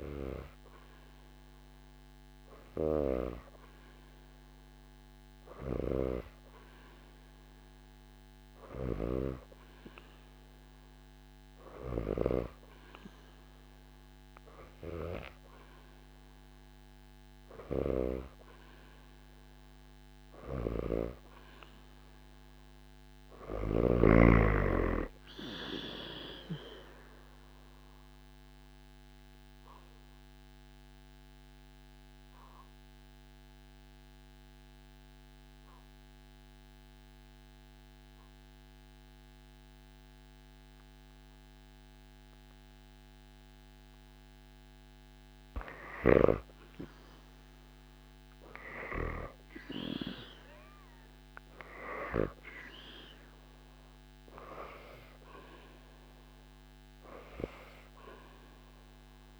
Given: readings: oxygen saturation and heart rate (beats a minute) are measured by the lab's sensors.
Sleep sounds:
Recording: breathing in sleep by a microphone on the trachea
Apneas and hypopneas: 1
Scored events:
2.00-23.50 s: snoring (device-marked)
28.00-44.00 s: obstructive apnea (oxygen 94% before, 84% lowest, heart rate 73 before, 70 extreme)
45.00-48.50 s: snoring (device-marked)
46.50-50.00 s: arousal
55.00-59.40 s: oxygen desaturation (device-marked, oxygen 97% before, 84% lowest, heart rate 73 before, 72 extreme)
From the record:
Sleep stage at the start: N2 (light sleep)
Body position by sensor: on the back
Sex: female

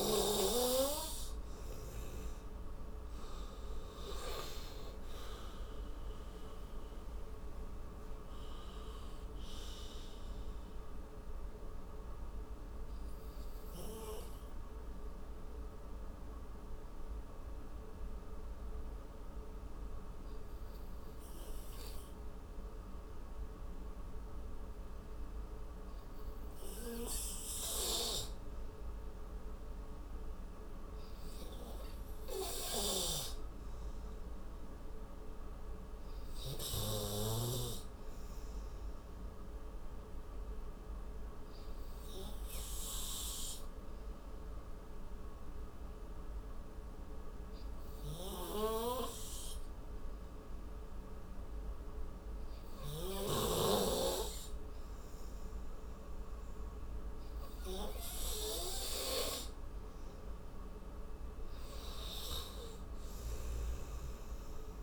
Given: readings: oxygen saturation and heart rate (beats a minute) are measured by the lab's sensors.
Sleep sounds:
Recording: breathing in sleep by a room microphone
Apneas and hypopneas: 2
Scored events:
2.00-5.50 s: arousal
13.50-27.00 s: obstructive apnea (oxygen 92% before, 89% lowest)
31.50-34.50 s: arousal
37.50-56.00 s: hypopnea (oxygen 95% before, 90% lowest)
49.00-57.00 s: oxygen desaturation (device-marked, oxygen 96% before, 92% lowest)
59.00-62.50 s: arousal
63.00-64.83 s: oxygen desaturation (device-marked, oxygen 96% before, 91% lowest)
From the record:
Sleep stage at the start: N2 (light sleep)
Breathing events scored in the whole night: 485 in 5.8 hours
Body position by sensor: on the right side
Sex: male

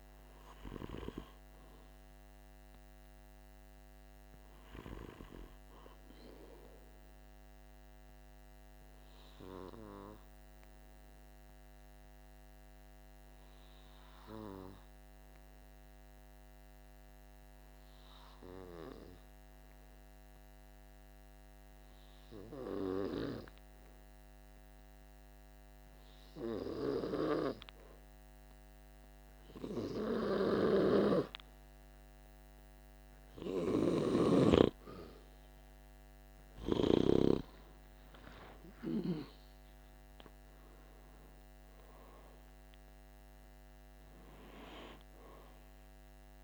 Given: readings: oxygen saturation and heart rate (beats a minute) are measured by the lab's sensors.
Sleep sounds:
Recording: breathing in sleep by a microphone on the trachea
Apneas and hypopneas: 1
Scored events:
6.50-30.50 s: obstructive apnea (oxygen 97% before, 93% lowest, heart rate 48 before, 45 extreme, up 24 after)
37.00-42.00 s: arousal
From the record:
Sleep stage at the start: N2 (light sleep)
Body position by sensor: on the back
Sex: male

